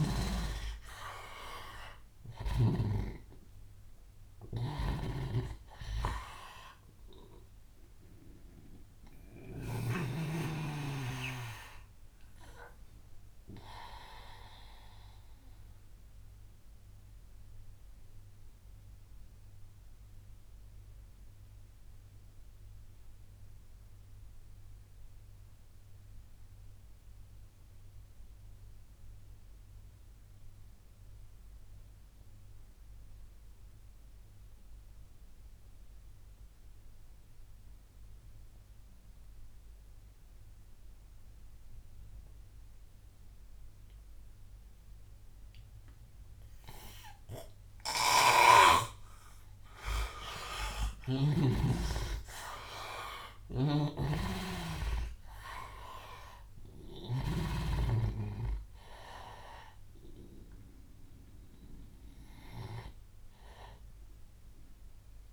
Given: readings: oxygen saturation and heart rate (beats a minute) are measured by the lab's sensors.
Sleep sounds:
breathing in sleep by a room microphone; 1
0.00-4.50 s: arousal
0.00-9.50 s: snoring (device-marked)
0.00-30.00 s: oxygen desaturation (device-marked, oxygen 83% lowest, heart rate 71 extreme)
14.50-50.00 s: obstructive apnea (oxygen 97% before, 80% lowest, heart rate 85 before, 71 extreme, up 15 after)
39.00-65.33 s: oxygen desaturation (device-marked, oxygen 99% before, 80% lowest, heart rate 77 before, 75 extreme)
50.50-54.50 s: arousal
53.50-57.50 s: snoring (device-marked)
From the record:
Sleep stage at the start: N2 (light sleep); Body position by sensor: on the back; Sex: male

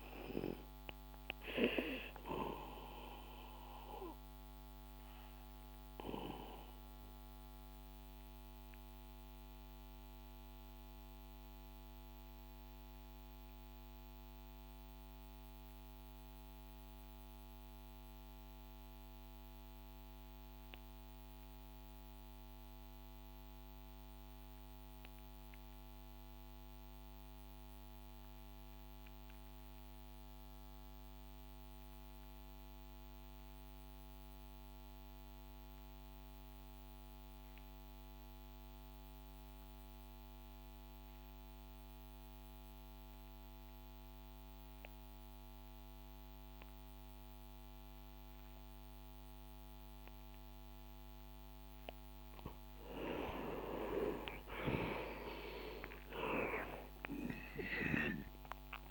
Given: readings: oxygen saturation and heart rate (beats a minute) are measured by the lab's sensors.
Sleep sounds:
breathing in sleep by a microphone on the trachea; 1
0.00-20.00 s: oxygen desaturation (device-marked, oxygen 89% lowest, heart rate 58 extreme)
2.50-51.00 s: mixed apnea (oxygen 98% before, 81% lowest, heart rate 66 before, 56 extreme, up 18 after)
38.00-58.90 s: oxygen desaturation (device-marked, oxygen 97% before, 81% lowest, heart rate 61 before, 50 extreme)
53.00-57.50 s: arousal
From the record:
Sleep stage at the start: REM sleep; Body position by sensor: on the back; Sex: male

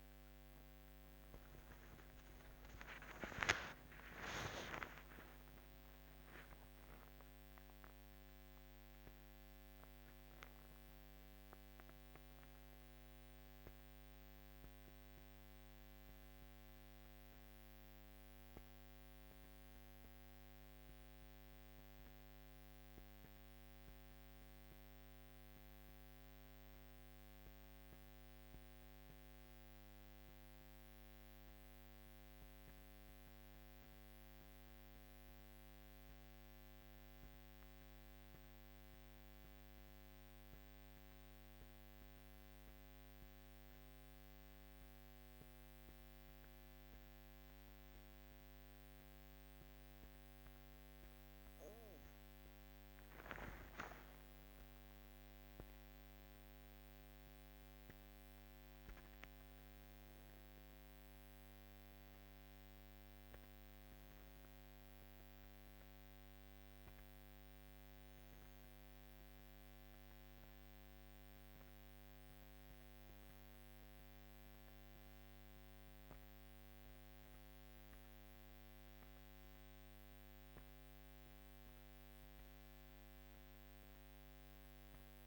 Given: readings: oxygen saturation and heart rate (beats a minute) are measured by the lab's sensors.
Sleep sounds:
breathing in sleep, hard to hear, by a microphone on the trachea; 1
0.00-4.50 s: arousal
34.50-52.00 s: obstructive apnea (oxygen 99% before, 94% lowest, heart rate 51 before, 51 extreme, up 6 after)
53.00-57.50 s: arousal
From the record:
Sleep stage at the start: REM sleep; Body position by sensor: on the back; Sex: female

